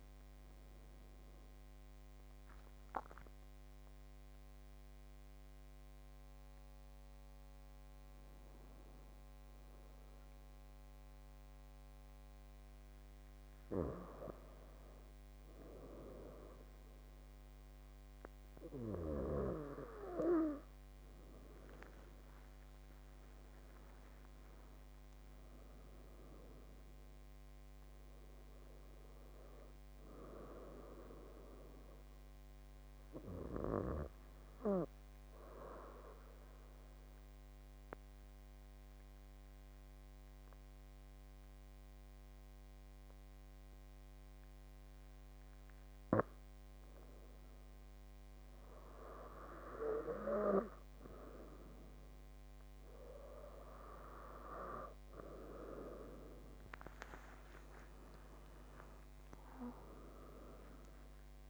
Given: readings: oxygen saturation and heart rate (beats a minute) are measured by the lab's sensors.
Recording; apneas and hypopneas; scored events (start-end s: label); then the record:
breathing in sleep by a microphone on the trachea; 2
3.50-15.00 s: hypopnea (oxygen 99% before, 97% lowest)
17.50-22.00 s: arousal
20.50-61.50 s: new sleep stage, N2 (light sleep)
34.00-47.50 s: mixed apnea (oxygen 99% before, 96% lowest)
58.00-61.50 s: arousal
From the record:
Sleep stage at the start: N1 (lightest sleep); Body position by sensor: on the back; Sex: female